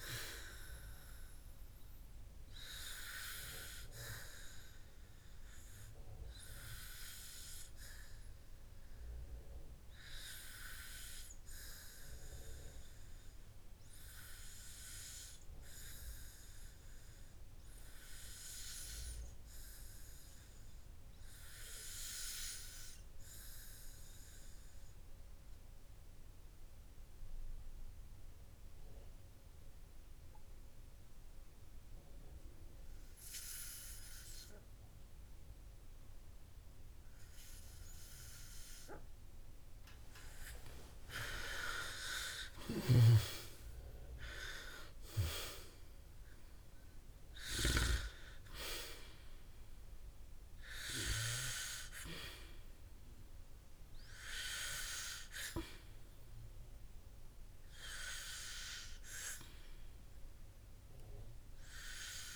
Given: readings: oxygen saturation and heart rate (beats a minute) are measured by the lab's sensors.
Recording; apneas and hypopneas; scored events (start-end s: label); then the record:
breathing in sleep by a room microphone; 1
20.50-23.50 s: arousal
26.50-41.50 s: obstructive apnea (oxygen 98% before, 92% lowest, heart rate 55 before, 50 extreme, up 21 after)
45.00-48.50 s: arousal
From the record:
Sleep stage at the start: N2 (light sleep); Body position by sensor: on the back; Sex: male